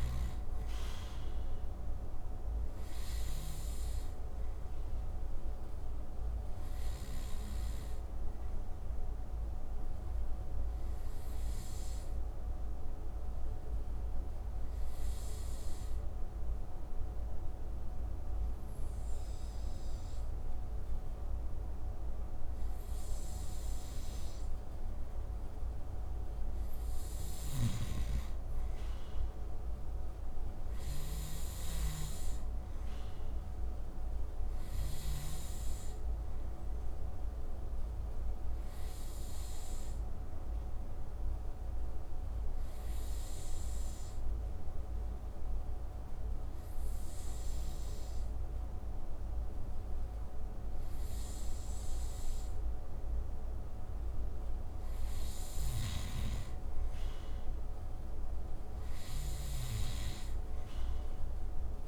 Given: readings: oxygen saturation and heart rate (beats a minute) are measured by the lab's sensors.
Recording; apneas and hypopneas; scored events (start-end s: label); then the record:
breathing in sleep, hard to hear, by a room microphone; 2
4.50-19.50 s: oxygen desaturation (device-marked, oxygen 97% before, 91% lowest)
6.50-23.00 s: obstructive apnea (oxygen 97% before, 90% lowest)
24.50-27.50 s: arousal
26.50-31.00 s: snoring (device-marked)
30.50-48.50 s: oxygen desaturation (device-marked, oxygen 95% before, 90% lowest)
35.00-50.00 s: hypopnea (oxygen 95% before, 90% lowest)
52.00-55.50 s: arousal
55.00-59.00 s: snoring (device-marked)
From the record:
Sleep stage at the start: N2 (light sleep); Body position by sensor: on the right side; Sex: male